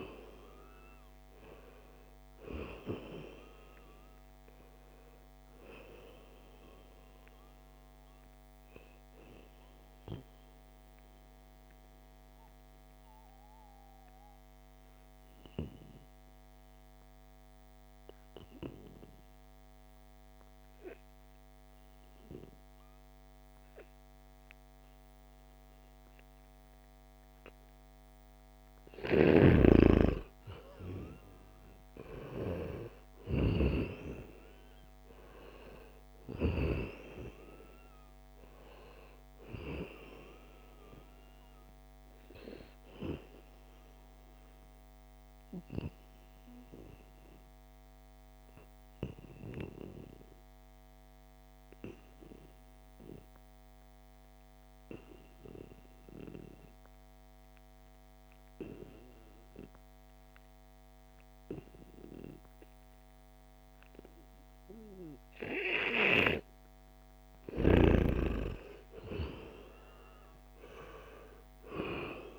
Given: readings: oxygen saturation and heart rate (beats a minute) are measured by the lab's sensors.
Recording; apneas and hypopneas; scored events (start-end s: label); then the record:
breathing in sleep by a microphone on the trachea; 2
0.00-22.50 s: oxygen desaturation (device-marked, oxygen 88% lowest, heart rate 74 extreme)
10.00-29.50 s: mixed apnea (oxygen 95% before, 88% lowest, heart rate 78 before, 74 extreme, up 2 after)
18.00-20.00 s: long interval between heartbeats (device-marked, heart rate 80 before, 86 extreme)
31.00-34.50 s: arousal
37.50-54.50 s: oxygen desaturation (device-marked, oxygen 96% before, 91% lowest, heart rate 79 before, 73 extreme)
44.00-66.50 s: obstructive apnea (oxygen 97% before, 88% lowest, heart rate 77 before, 73 extreme, up 1 after)
65.50-72.39 s: oxygen desaturation (device-marked, oxygen 96% before, 88% lowest, heart rate 76 before, 72 extreme)
68.00-71.50 s: arousal
From the record:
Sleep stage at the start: N2 (light sleep); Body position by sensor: on the right side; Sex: male